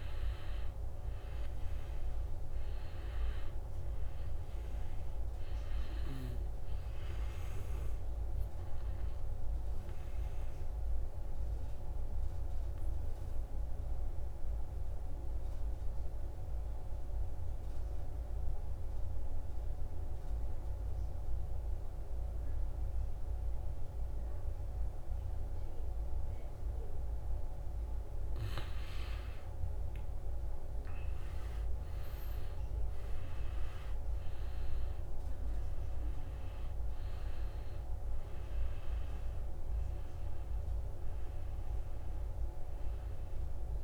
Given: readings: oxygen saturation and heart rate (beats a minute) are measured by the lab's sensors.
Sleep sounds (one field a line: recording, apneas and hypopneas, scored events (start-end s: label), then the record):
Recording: breathing in sleep, hard to hear, by a room microphone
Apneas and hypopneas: 1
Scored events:
0.00-6.00 s: oxygen desaturation (device-marked, oxygen 90% lowest, heart rate 67 extreme)
8.50-27.50 s: obstructive apnea (oxygen 96% before, 86% lowest, heart rate 71 before, 67 extreme, up 8 after)
24.00-43.84 s: oxygen desaturation (device-marked, oxygen 96% before, 86% lowest, heart rate 72 before, 64 extreme)
28.50-34.00 s: arousal
From the record:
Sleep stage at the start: N2 (light sleep)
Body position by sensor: on the back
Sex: male